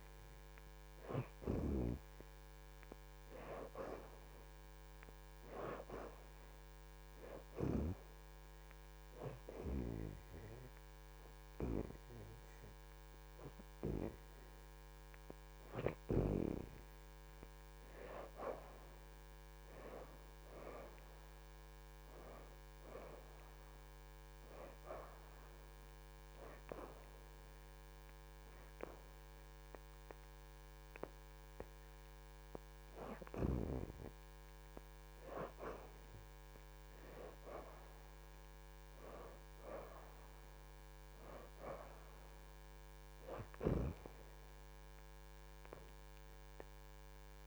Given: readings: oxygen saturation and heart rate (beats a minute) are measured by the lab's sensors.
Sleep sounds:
breathing in sleep by a microphone on the trachea; 1
0.00-2.00 s: oxygen desaturation (device-marked, oxygen 64% lowest, heart rate 78 extreme)
7.50-18.50 s: hypopnea (oxygen 80% before, 62% lowest, heart rate 81 before, 79 extreme, up 4 after)
8.00-47.47 s: oxygen desaturation (device-marked, oxygen 81% before, 62% lowest, heart rate 81 before, 78 extreme)
19.00-22.00 s: arousal
From the record:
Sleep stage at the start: N2 (light sleep); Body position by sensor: on the back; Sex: female

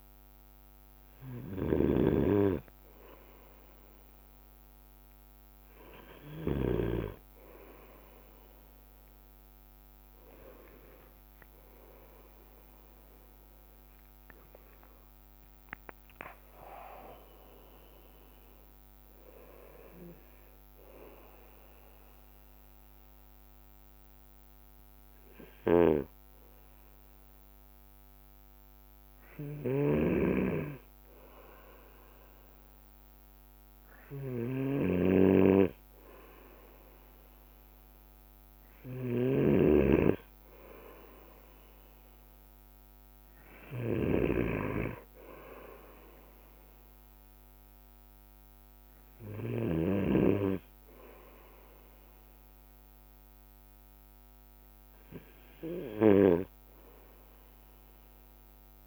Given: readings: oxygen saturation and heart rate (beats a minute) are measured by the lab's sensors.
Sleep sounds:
breathing in sleep by a microphone on the trachea; 1
0.00-7.00 s: snoring (device-marked)
0.00-7.50 s: bradycardia (device-marked, heart rate 54 extreme)
10.50-15.50 s: arousal
10.50-25.50 s: drop in pulse transit time (device-marked, heart rate 56 before, 58 extreme)
11.00-13.00 s: long interval between heartbeats (device-marked, heart rate 56 before, 68 extreme)
19.50-58.87 s: bradycardia (device-marked, heart rate 59 before, 55 extreme)
20.50-32.00 s: obstructive apnea (oxygen 94% before, 92% lowest, heart rate 61 before, 55 extreme, up 1 after)
29.50-50.00 s: snoring (device-marked)
33.50-36.50 s: arousal
From the record:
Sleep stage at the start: N2 (light sleep); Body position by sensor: on the right side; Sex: male

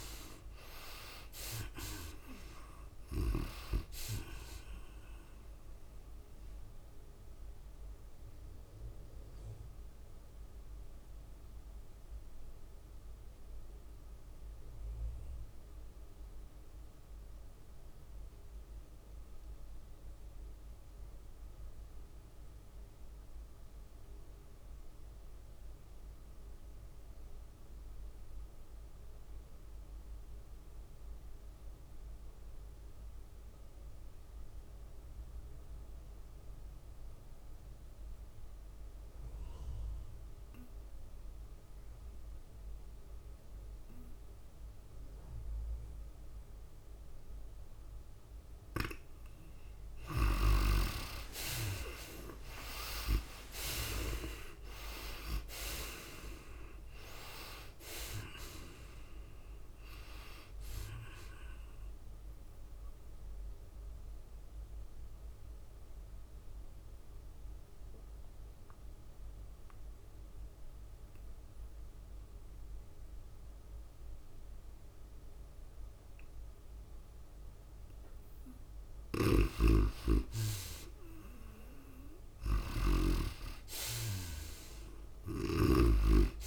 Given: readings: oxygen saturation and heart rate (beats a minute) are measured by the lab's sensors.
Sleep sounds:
breathing in sleep by a room microphone; 2
0.00-9.00 s: tachycardia (device-marked, heart rate 98 before, 103 extreme)
0.00-14.00 s: drop in pulse transit time (device-marked, heart rate 95 before, 99 extreme)
0.00-20.00 s: oxygen desaturation (device-marked, oxygen 79% lowest, heart rate 67 extreme)
6.50-49.50 s: obstructive apnea (oxygen 97% before, 70% lowest, heart rate 96 before, 67 extreme, up 37 after)
26.00-70.00 s: oxygen desaturation (device-marked, oxygen 99% before, 70% lowest, heart rate 98 before, 67 extreme)
53.00-57.50 s: arousal
53.00-69.00 s: drop in pulse transit time (device-marked, heart rate 78 before, 94 extreme)
53.00-73.00 s: tachycardia (device-marked, heart rate 97 before, 107 extreme)
63.50-79.50 s: mixed apnea (oxygen 89% before, 70% lowest, heart rate 89 before, 96 extreme, up 4 after)
80.00-84.00 s: snoring (device-marked)
81.50-84.50 s: arousal
82.00-86.47 s: tachycardia (device-marked, heart rate 97 before, 104 extreme)
83.00-86.47 s: oxygen desaturation (device-marked, oxygen 98% before, 82% lowest, heart rate 102 before, 93 extreme)
From the record:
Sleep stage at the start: N2 (light sleep); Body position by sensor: on the right side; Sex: female

